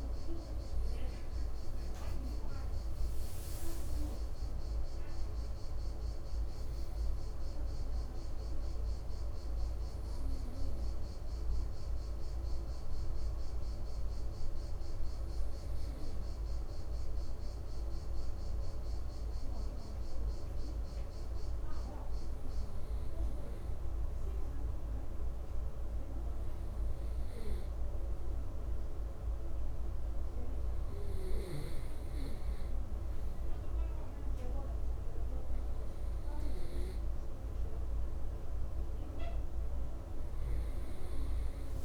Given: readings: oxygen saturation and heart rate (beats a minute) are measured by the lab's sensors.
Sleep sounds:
breathing in sleep, hard to hear, by a room microphone; none
none scored
From the record:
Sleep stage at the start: N2 (light sleep); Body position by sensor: on the right side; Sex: male

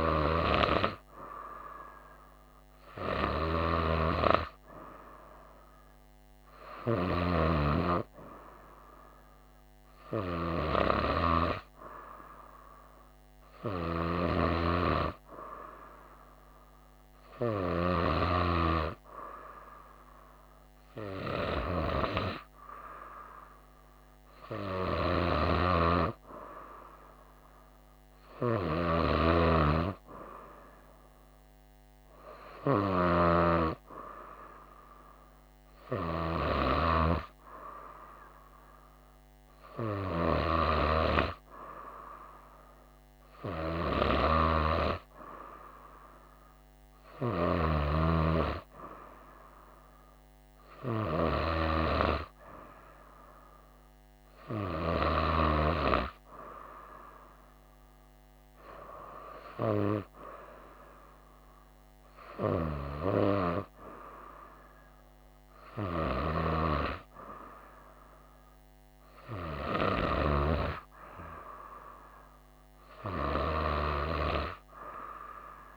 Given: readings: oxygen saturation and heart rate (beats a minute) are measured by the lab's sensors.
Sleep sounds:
breathing in sleep by a microphone on the trachea; none
none scored
From the record:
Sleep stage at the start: N2 (light sleep); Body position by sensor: on the right side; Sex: female

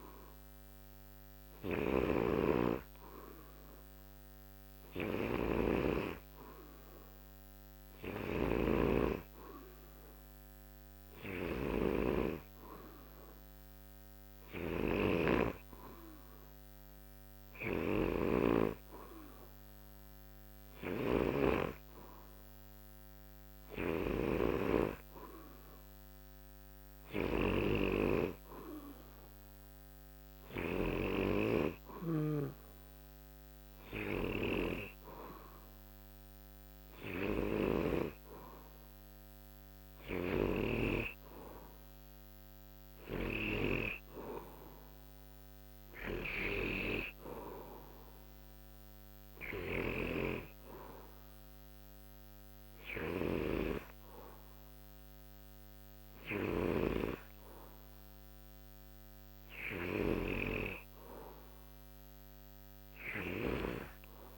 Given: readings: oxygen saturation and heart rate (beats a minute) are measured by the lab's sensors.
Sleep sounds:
breathing in sleep by a microphone on the trachea; none
0.00-43.50 s: snoring (device-marked)
49.50-64.38 s: snoring (device-marked)
From the record:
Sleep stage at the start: N2 (light sleep); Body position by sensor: on the back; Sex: male

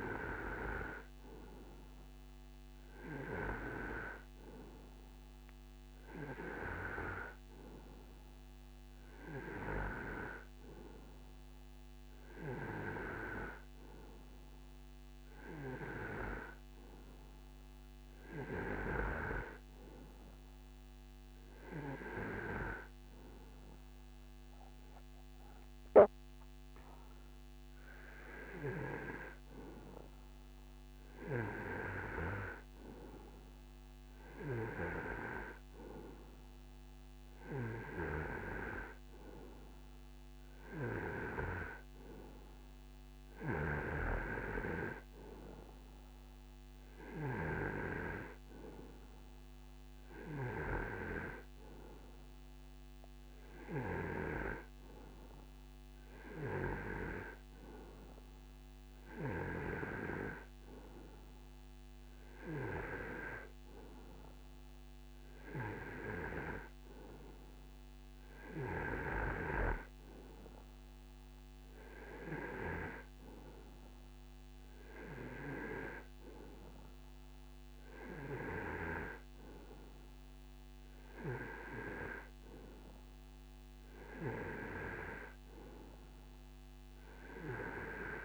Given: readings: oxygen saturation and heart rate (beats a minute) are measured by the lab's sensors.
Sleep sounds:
breathing in sleep by a microphone on the trachea; none
none scored
From the record:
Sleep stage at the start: N2 (light sleep); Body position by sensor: on the right side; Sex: male

